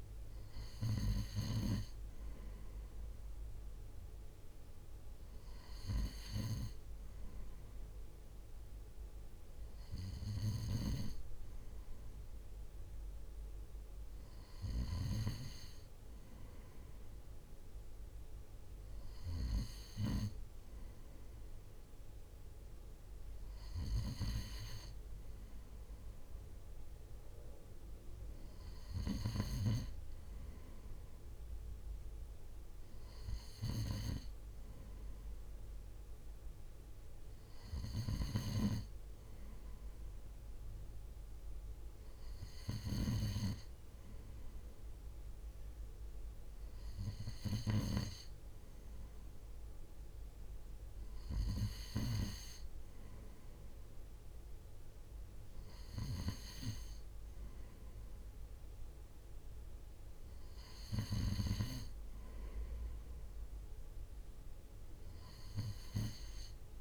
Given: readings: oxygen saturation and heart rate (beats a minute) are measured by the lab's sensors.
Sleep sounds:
breathing in sleep by a room microphone; none
none scored
From the record:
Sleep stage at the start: N3 (deep sleep); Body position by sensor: on the right side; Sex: male

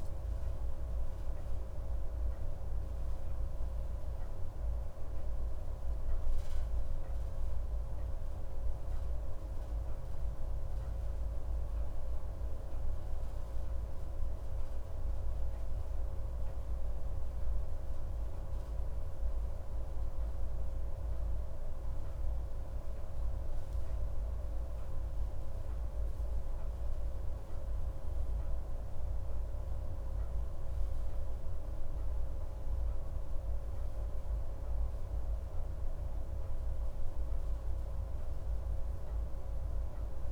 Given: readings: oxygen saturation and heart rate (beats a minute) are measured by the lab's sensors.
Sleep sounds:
breathing in sleep, hard to hear, by a room microphone; 1
0.00-2.50 s: arousal
12.50-25.50 s: hypopnea (oxygen 97% before, 96% lowest)
27.50-33.00 s: arousal
From the record:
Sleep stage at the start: N2 (light sleep); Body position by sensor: on the right side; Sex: male

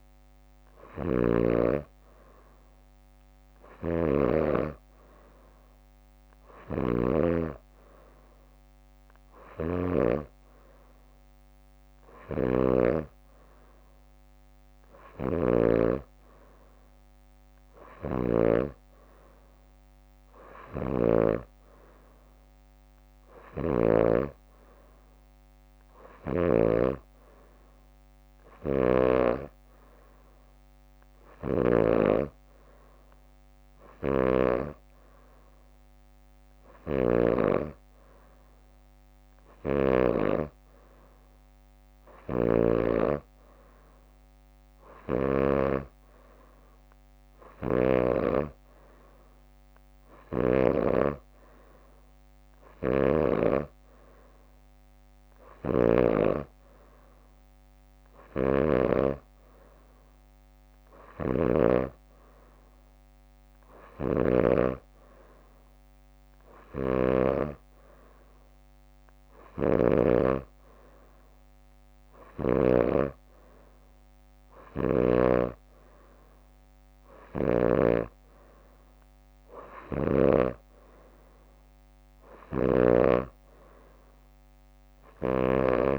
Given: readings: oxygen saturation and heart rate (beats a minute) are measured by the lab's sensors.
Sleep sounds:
breathing in sleep by a microphone on the trachea; none
0.00-1.50 s: snoring (device-marked)
3.50-13.00 s: snoring (device-marked)
15.00-24.00 s: snoring (device-marked)
16.50-36.50 s: drop in pulse transit time (device-marked, heart rate 64 before, 62 extreme)
28.50-32.00 s: snoring (device-marked)
34.00-37.50 s: snoring (device-marked)
36.50-38.50 s: leg movement (device-marked)
39.50-43.00 s: snoring (device-marked)
47.50-53.50 s: snoring (device-marked)
55.50-57.00 s: leg movement (device-marked)
55.50-59.00 s: snoring (device-marked)
61.00-64.50 s: snoring (device-marked)
66.50-73.00 s: snoring (device-marked)
69.00-71.00 s: leg movement (device-marked)
72.00-75.50 s: leg movement (device-marked)
76.50-78.50 s: leg movement (device-marked)
82.50-85.99 s: snoring (device-marked)
From the record:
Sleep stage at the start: N2 (light sleep); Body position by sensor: on the back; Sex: female

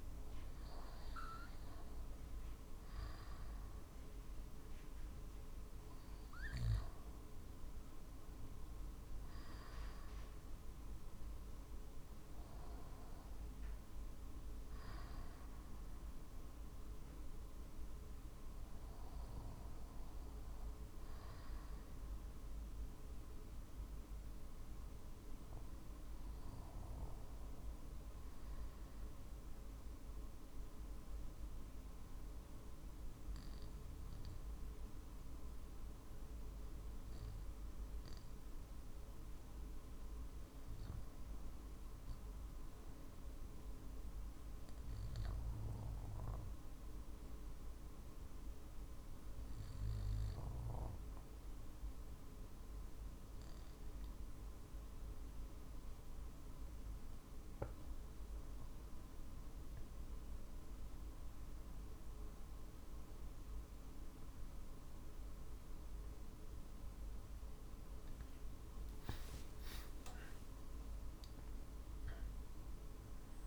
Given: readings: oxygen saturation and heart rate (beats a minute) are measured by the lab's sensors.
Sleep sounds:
breathing in sleep, hard to hear, by a room microphone; 1
0.00-21.00 s: drop in pulse transit time (device-marked, heart rate 49 before, 48 extreme)
0.00-28.00 s: oxygen desaturation (device-marked, oxygen 90% lowest, heart rate 47 extreme)
30.50-66.50 s: obstructive apnea (oxygen 93% before, 87% lowest, heart rate 48 before, 48 extreme, up 5 after)
59.00-73.47 s: oxygen desaturation (device-marked, oxygen 95% before, 91% lowest, heart rate 49 before, 48 extreme)
67.50-72.00 s: arousal
From the record:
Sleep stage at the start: REM sleep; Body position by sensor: on the back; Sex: male

